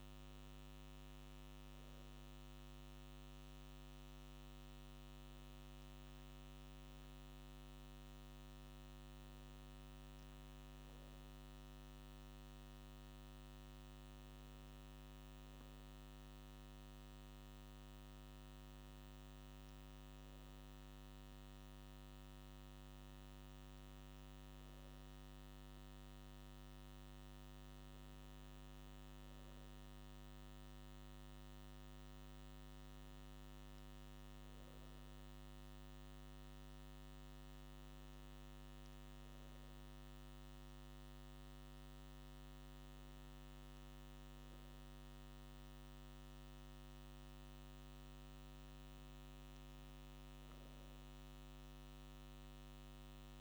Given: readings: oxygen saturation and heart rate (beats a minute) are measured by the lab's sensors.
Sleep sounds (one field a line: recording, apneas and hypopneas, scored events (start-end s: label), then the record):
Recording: a person awake in a sleep study, hard to hear, by a microphone on the trachea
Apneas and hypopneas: none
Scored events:
none scored
From the record:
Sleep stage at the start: awake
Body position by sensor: on the right side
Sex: male